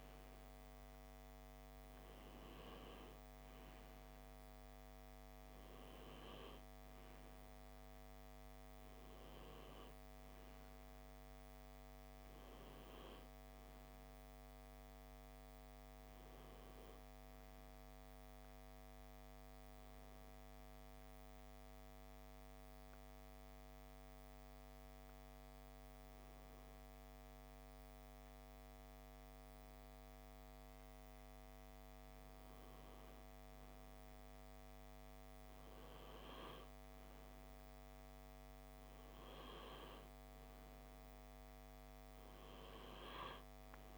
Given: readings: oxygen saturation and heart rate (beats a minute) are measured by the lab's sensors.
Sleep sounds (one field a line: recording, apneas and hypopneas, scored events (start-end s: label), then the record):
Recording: breathing in sleep, hard to hear, by a microphone on the trachea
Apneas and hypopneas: 1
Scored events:
0.50-43.98 s: new sleep stage, N2 (light sleep)
16.50-31.00 s: hypopnea (oxygen 95% before, 93% lowest, heart rate 63 before, 61 extreme, up 1 after)
32.50-37.00 s: arousal
From the record:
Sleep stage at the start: N1 (lightest sleep)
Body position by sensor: on the left side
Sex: male